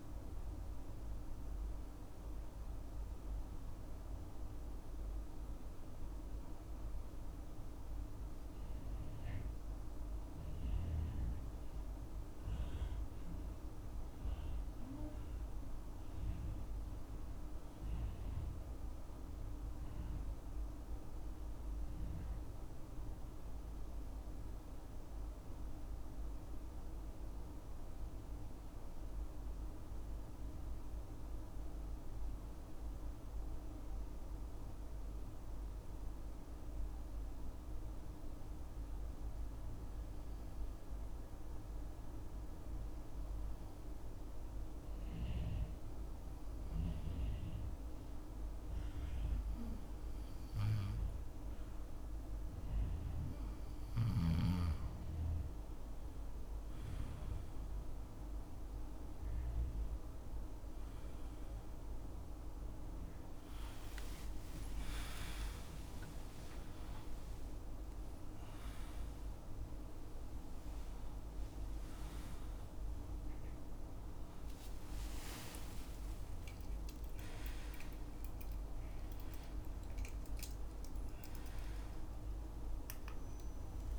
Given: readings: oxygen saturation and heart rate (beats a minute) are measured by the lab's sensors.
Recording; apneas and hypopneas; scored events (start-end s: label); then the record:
a person partly awake in a sleep study, hard to hear, by a room microphone; 2
2.00-12.00 s: obstructive apnea (oxygen 98% before, 92% lowest, heart rate 66 before, 64 extreme, up 6 after)
15.50-19.00 s: arousal
26.00-52.00 s: obstructive apnea (oxygen 97% before, 91% lowest, heart rate 67 before, 64 extreme, up 4 after)
47.00-73.00 s: oxygen desaturation (device-marked, oxygen 97% before, 92% lowest, heart rate 67 before, 71 extreme)
59.00-83.99 s: new sleep stage, awake
From the record:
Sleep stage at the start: N2 (light sleep); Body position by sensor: on the back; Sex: male